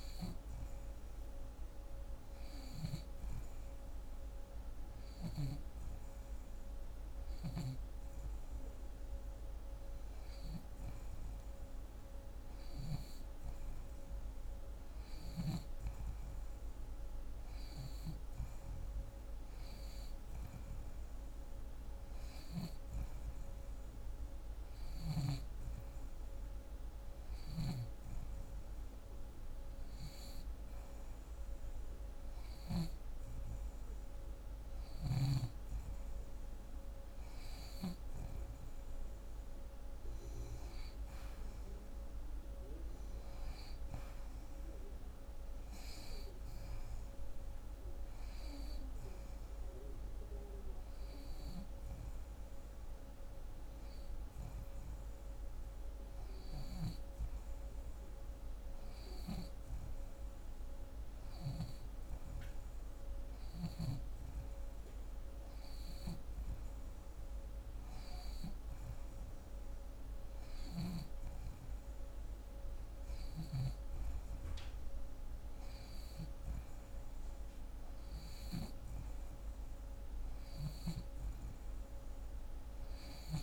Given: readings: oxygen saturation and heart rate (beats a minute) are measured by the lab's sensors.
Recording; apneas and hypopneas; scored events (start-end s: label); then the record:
breathing in sleep, hard to hear, by a room microphone; none
27.00-32.50 s: snoring (device-marked)
42.50-46.50 s: arousal
70.00-73.50 s: snoring (device-marked)
From the record:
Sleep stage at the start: N2 (light sleep); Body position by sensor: on the back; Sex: female